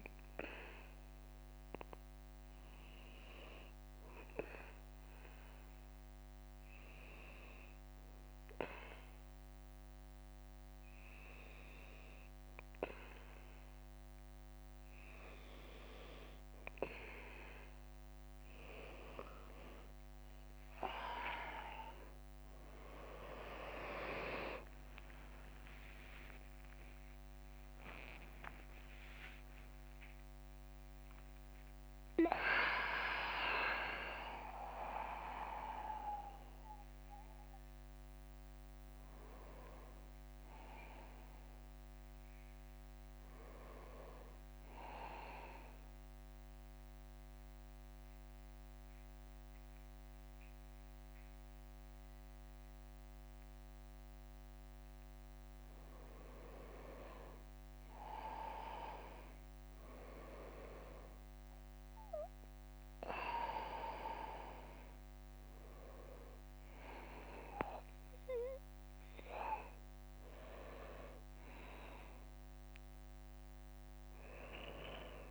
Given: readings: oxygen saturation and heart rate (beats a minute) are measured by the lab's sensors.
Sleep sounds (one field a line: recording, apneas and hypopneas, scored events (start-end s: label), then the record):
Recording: breathing in sleep by a microphone on the trachea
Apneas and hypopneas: 2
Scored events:
0.00-2.50 s: leg movement (device-marked)
1.00-14.50 s: hypopnea (oxygen 96% before, 93% lowest, heart rate 62 before, 61 extreme, up 3 after)
15.50-75.31 s: new sleep stage, N1 (lightest sleep)
22.50 s: drop in pulse transit time (device-marked)
23.00-28.50 s: arousal
24.50-45.50 s: drop in pulse transit time (device-marked, heart rate 63 before, 66 extreme)
27.50-33.50 s: tachycardia (device-marked, heart rate 63 before, 111 extreme)
28.50-30.50 s: long interval between heartbeats (device-marked, heart rate 64 before, 84 extreme)
31.00-33.00 s: long interval between heartbeats (device-marked, heart rate 67 before, 110 extreme)
34.00-36.00 s: long interval between heartbeats (device-marked, heart rate 74 before, 119 extreme)
41.00-43.50 s: leg movement (device-marked)
45.50-56.50 s: mixed apnea (oxygen 95% before, 93% lowest, heart rate 87 before, 63 extreme, up 1 after)
58.50-62.00 s: arousal
66.50-75.31 s: oxygen desaturation (device-marked, oxygen 98% before, 93% lowest, heart rate 64 before, 63 extreme)
From the record:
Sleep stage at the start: N2 (light sleep)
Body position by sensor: on the back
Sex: male